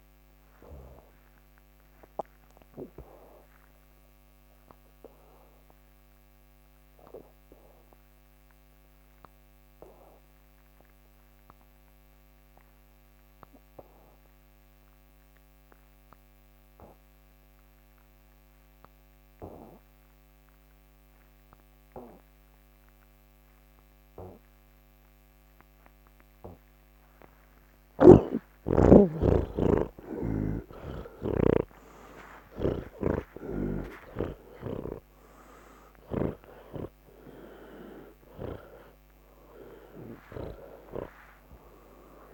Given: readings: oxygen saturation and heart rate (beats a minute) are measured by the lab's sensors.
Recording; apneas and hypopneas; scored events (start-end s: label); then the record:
breathing in sleep by a microphone on the trachea; 1
0.50-16.50 s: oxygen desaturation (device-marked, oxygen 92% before, 83% lowest, heart rate 157 before, 77 extreme)
1.00-28.00 s: obstructive apnea (oxygen 98% before, 78% lowest, heart rate 157 before, 77 extreme)
28.00-36.50 s: snoring (device-marked)
28.50-34.50 s: oxygen desaturation (device-marked, oxygen 98% before, 89% lowest, heart rate 155 before, 77 extreme)
36.50-42.34 s: oxygen desaturation (device-marked, oxygen 95% before, 78% lowest, heart rate 136 before, 106 extreme)
From the record:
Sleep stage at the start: N3 (deep sleep); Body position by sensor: on the back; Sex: male